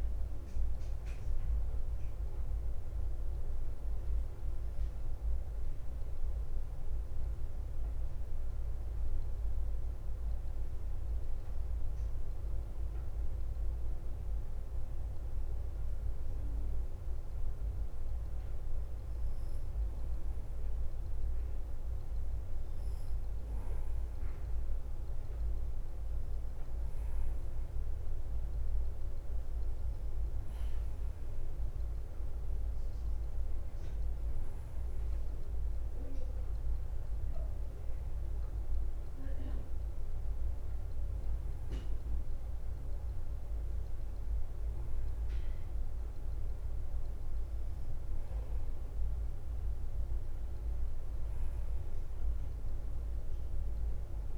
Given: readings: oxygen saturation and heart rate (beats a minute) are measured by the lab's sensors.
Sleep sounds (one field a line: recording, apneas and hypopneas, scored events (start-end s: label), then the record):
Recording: breathing in sleep, hard to hear, by a room microphone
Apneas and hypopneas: none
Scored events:
0.00-5.50 s: oxygen desaturation (device-marked, oxygen 92% lowest, heart rate 55 extreme)
0.00-54.38 s: bradycardia (device-marked, heart rate 49 extreme)
31.50-54.38 s: new sleep stage, N3 (deep sleep)
From the record:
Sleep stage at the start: N2 (light sleep)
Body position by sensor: on the right side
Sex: male